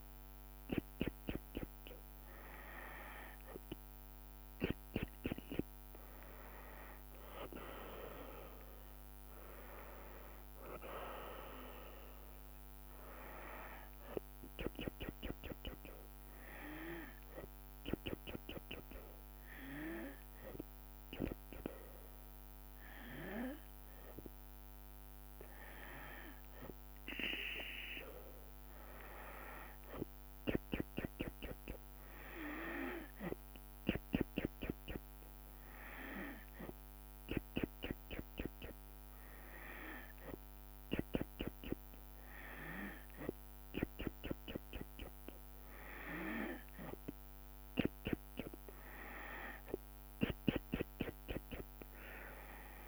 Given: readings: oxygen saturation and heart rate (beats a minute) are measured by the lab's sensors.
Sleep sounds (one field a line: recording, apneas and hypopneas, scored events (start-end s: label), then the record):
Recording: breathing in sleep by a microphone on the trachea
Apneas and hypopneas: none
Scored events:
8.50-12.50 s: arousal
From the record:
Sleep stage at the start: N2 (light sleep)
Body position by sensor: on the back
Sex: female